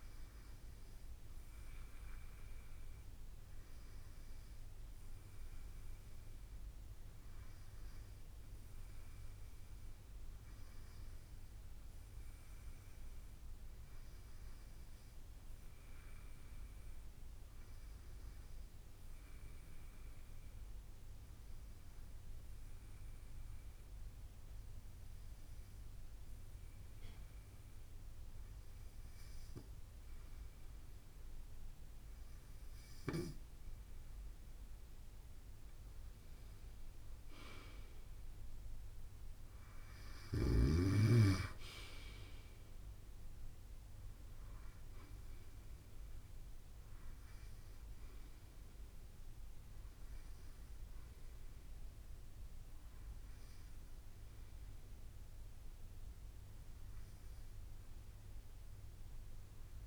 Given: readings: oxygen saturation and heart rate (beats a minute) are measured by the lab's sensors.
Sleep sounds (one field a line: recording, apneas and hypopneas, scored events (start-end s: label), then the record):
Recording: breathing in sleep by a room microphone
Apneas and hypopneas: 1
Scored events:
17.00-29.50 s: hypopnea (oxygen 95% before, 93% lowest, heart rate 64 before, 62 extreme, up 0 after)
29.00-59.87 s: new sleep stage, N2 (light sleep)
37.00-41.50 s: arousal
39.00-52.00 s: drop in pulse transit time (device-marked, heart rate 64 before, 63 extreme)
From the record:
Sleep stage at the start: N3 (deep sleep)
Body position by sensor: on the right side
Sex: male